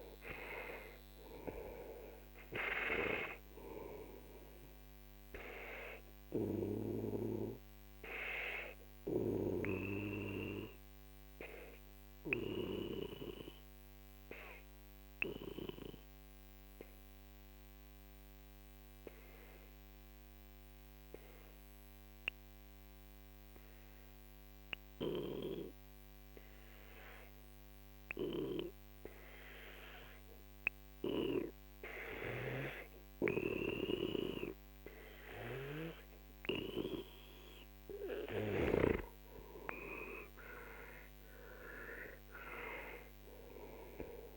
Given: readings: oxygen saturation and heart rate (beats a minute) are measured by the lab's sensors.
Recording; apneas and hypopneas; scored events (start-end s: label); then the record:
breathing in sleep by a microphone on the trachea; 1
0.00-14.50 s: oxygen desaturation (device-marked, oxygen 91% lowest, heart rate 39 extreme)
6.00-36.50 s: obstructive apnea (oxygen 97% before, 91% lowest, heart rate 55 before, 39 extreme, up 15 after)
37.50-44.37 s: oxygen desaturation (device-marked, oxygen 98% before, 91% lowest, heart rate 50 before, 42 extreme)
39.50-43.50 s: arousal
From the record:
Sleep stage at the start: N2 (light sleep); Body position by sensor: on the back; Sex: male